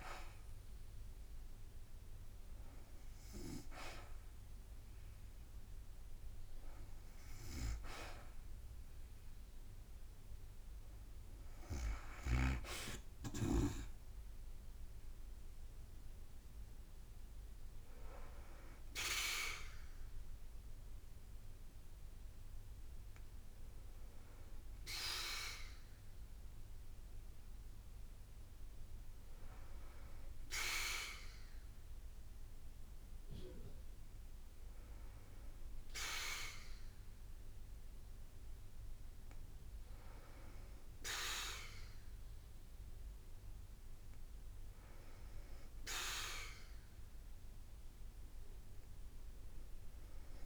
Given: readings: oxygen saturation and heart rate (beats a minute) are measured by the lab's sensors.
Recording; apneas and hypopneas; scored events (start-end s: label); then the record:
breathing in sleep by a room microphone; none
0.00-15.50 s: oxygen desaturation (device-marked, oxygen 86% lowest, heart rate 54 extreme)
14.50-32.50 s: drop in pulse transit time (device-marked, heart rate 60 before, 55 extreme)
20.50-24.50 s: arousal
From the record:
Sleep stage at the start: N2 (light sleep); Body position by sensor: on the back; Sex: female